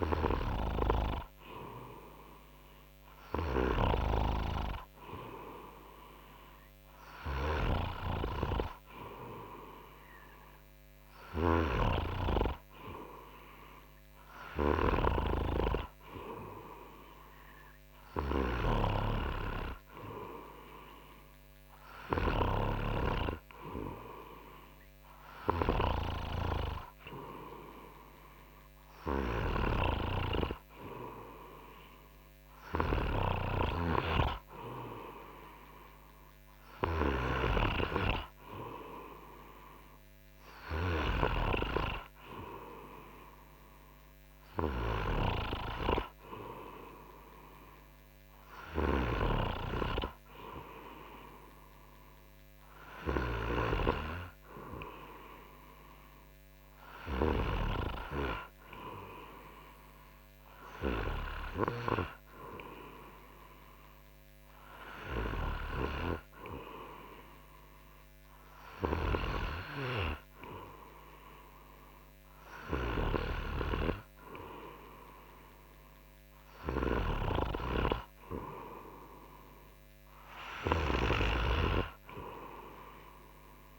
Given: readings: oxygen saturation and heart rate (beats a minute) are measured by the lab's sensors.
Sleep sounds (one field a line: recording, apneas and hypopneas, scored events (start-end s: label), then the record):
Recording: breathing in sleep by a microphone on the trachea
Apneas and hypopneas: none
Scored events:
none scored
From the record:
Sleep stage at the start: N3 (deep sleep)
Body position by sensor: on the front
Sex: male